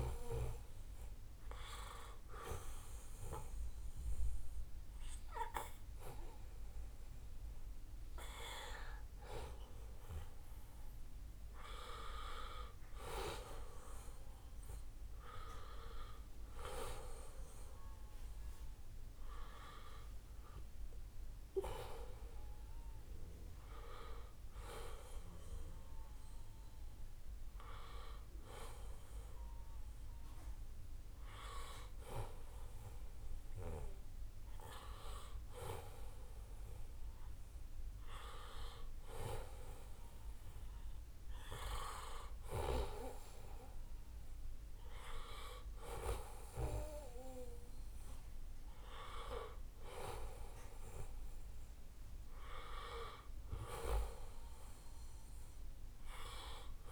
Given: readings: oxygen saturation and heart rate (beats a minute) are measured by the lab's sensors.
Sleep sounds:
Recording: breathing in sleep by a room microphone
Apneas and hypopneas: none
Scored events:
48.00-56.92 s: new sleep stage, N2 (light sleep)
49.50-51.50 s: long interval between heartbeats (device-marked, heart rate 80 before, 82 extreme)
From the record:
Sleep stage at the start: N1 (lightest sleep)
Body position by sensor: on the right side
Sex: male

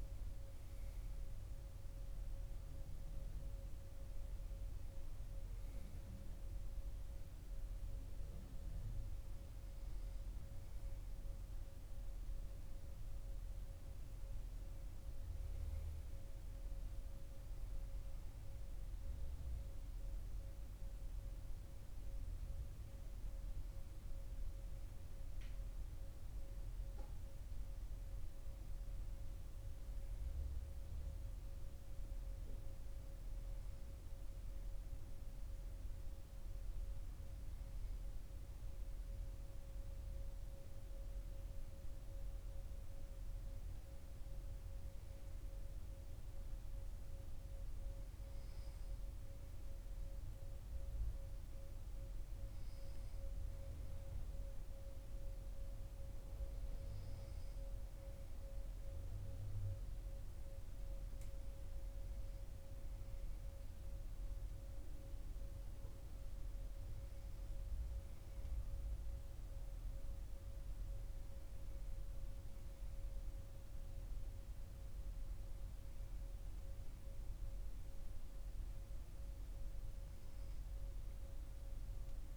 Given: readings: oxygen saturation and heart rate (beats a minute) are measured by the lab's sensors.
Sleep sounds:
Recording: breathing in sleep, hard to hear, by a room microphone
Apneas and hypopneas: none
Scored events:
none scored
From the record:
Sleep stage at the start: N2 (light sleep)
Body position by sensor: on the right side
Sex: male

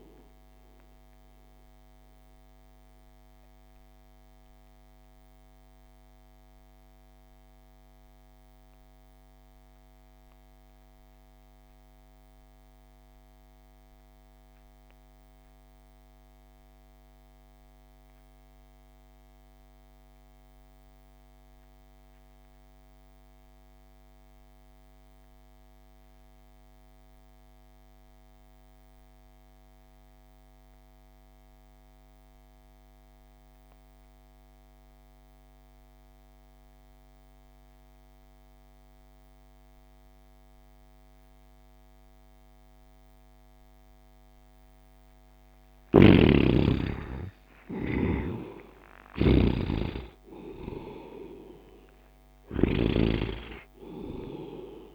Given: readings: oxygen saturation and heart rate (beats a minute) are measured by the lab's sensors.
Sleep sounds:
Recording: breathing in sleep by a microphone on the trachea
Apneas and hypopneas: 1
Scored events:
0.00-14.00 s: oxygen desaturation (device-marked, oxygen 62% lowest)
1.00-45.00 s: obstructive apnea (oxygen 96% before, 62% lowest)
24.00-54.94 s: oxygen desaturation (device-marked, oxygen 100% before, 62% lowest)
46.00-53.00 s: snoring (device-marked)
46.50-50.00 s: arousal
From the record:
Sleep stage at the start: REM sleep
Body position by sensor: on the right side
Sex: male

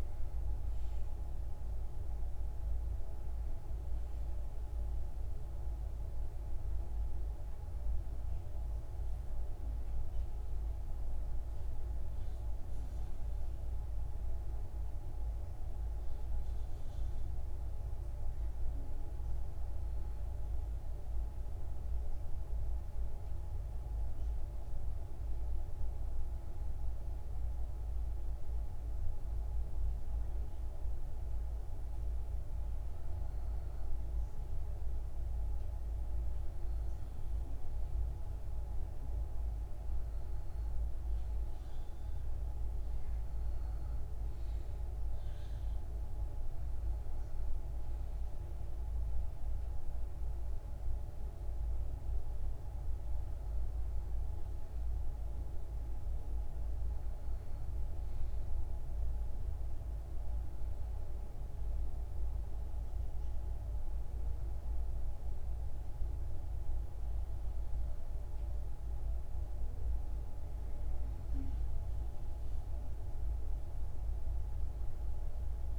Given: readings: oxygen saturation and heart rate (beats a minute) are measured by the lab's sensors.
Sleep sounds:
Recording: breathing in sleep, hard to hear, by a room microphone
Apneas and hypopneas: none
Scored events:
none scored
From the record:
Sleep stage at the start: N1 (lightest sleep)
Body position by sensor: on the back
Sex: male

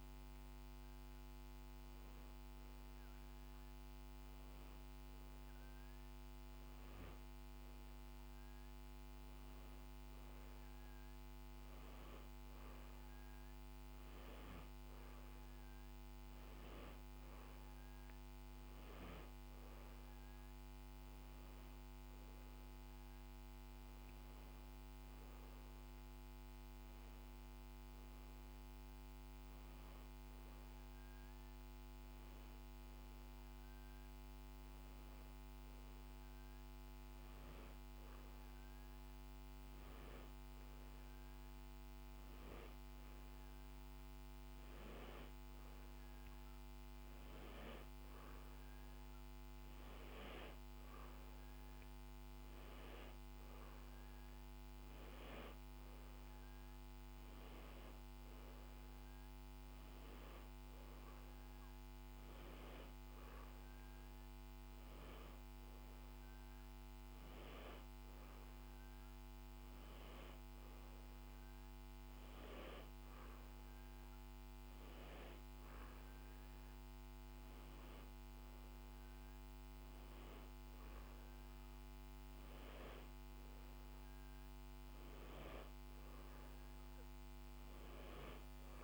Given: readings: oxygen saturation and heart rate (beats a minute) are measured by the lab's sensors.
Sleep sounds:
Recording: breathing in sleep, hard to hear, by a microphone on the trachea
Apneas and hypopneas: none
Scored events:
none scored
From the record:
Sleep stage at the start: N2 (light sleep)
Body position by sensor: on the back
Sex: male

